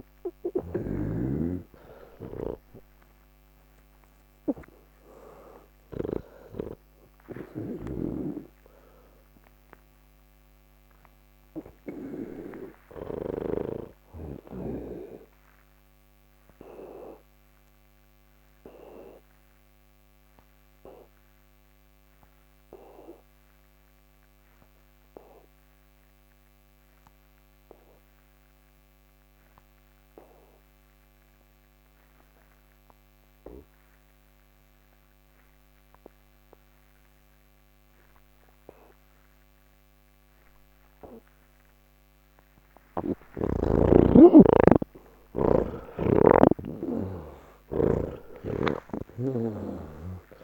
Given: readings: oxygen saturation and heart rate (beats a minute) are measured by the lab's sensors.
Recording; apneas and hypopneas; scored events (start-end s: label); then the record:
breathing in sleep by a microphone on the trachea; 1
0.00-6.00 s: snoring (device-marked)
0.50-21.50 s: oxygen desaturation (device-marked, oxygen 97% before, 84% lowest, heart rate 185 before, 158 extreme)
17.00-43.00 s: obstructive apnea (oxygen 98% before, 83% lowest, heart rate 183 before, 158 extreme, up 51 after)
20.50-50.44 s: new sleep stage, N3 (deep sleep)
37.50-50.44 s: oxygen desaturation (device-marked, oxygen 99% before, 83% lowest, heart rate 191 before, 150 extreme)
48.00-50.44 s: snoring (device-marked)
From the record:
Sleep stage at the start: N2 (light sleep); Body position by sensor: on the back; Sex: male